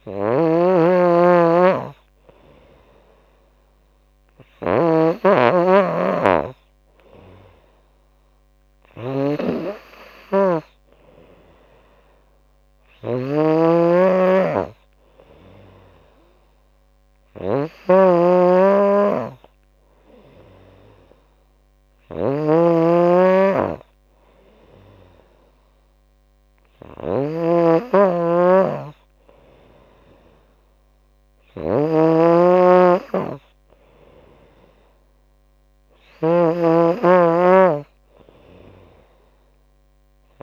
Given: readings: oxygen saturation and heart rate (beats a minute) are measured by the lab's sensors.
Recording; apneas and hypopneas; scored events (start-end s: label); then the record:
breathing in sleep by a microphone on the trachea; none
0.00-40.43 s: snoring (device-marked)
From the record:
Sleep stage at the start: N2 (light sleep); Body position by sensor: on the back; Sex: female